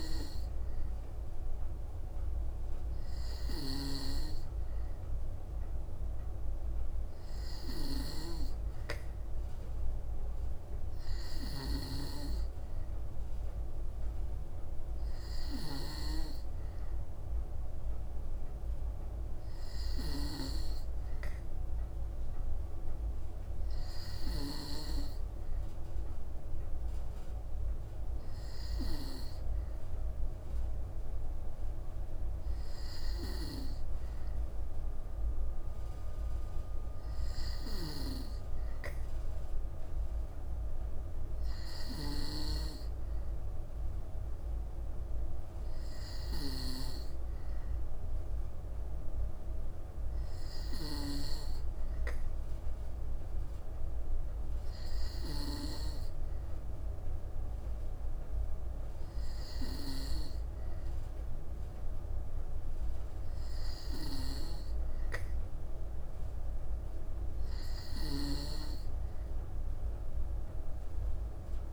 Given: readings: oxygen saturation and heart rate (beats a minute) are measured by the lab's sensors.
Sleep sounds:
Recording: breathing in sleep by a room microphone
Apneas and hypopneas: none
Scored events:
none scored
From the record:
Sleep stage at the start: N2 (light sleep)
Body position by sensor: on the back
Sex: female

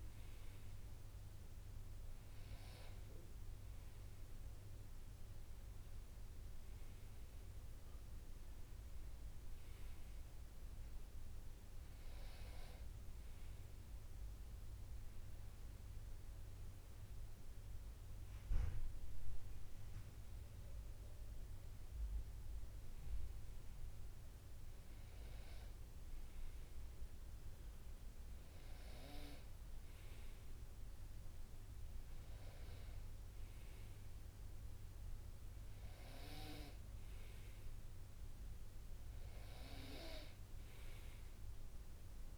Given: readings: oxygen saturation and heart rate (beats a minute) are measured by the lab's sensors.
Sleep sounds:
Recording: breathing in sleep, hard to hear, by a room microphone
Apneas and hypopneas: none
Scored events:
none scored
From the record:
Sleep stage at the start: N2 (light sleep)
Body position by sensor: on the right side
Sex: male

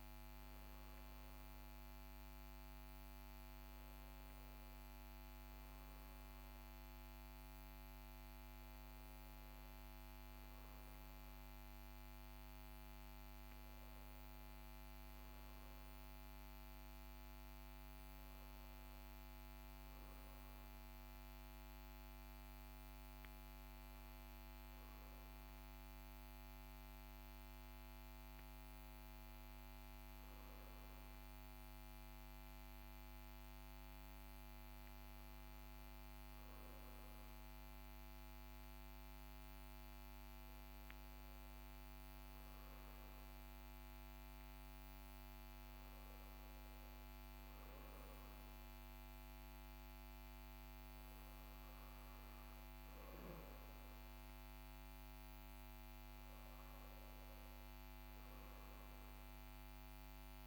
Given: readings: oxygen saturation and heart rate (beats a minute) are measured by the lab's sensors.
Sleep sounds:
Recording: breathing in sleep, hard to hear, by a microphone on the trachea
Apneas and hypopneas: none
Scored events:
none scored
From the record:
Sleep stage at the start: N2 (light sleep)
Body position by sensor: on the back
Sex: male

